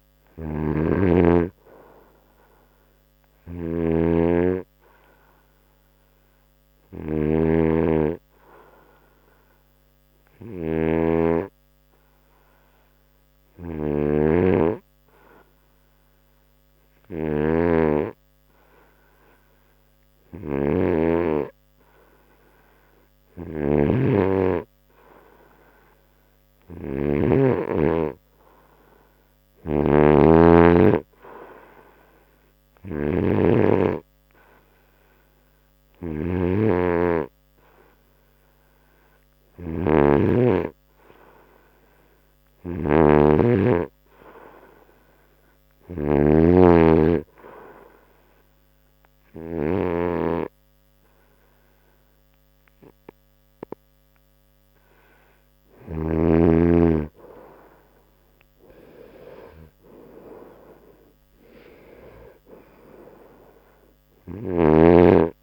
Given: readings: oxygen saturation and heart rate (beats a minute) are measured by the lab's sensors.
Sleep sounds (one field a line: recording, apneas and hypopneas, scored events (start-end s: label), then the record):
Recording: breathing in sleep by a microphone on the trachea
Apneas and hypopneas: 1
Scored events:
4.50-20.50 s: hypopnea (oxygen 93% before, 89% lowest, heart rate 80 before, 68 extreme, up 2 after)
8.00-23.00 s: oxygen desaturation (device-marked, oxygen 94% before, 90% lowest, heart rate 82 before, 68 extreme)
22.50-27.00 s: arousal
34.00-41.00 s: oxygen desaturation (device-marked, oxygen 96% before, 92% lowest, heart rate 71 before, 69 extreme)
46.00-65.00 s: oxygen desaturation (device-marked, oxygen 93% before, 89% lowest, heart rate 71 before, 71 extreme)
61.50-64.50 s: arousal
From the record:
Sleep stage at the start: N2 (light sleep)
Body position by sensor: on the right side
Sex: male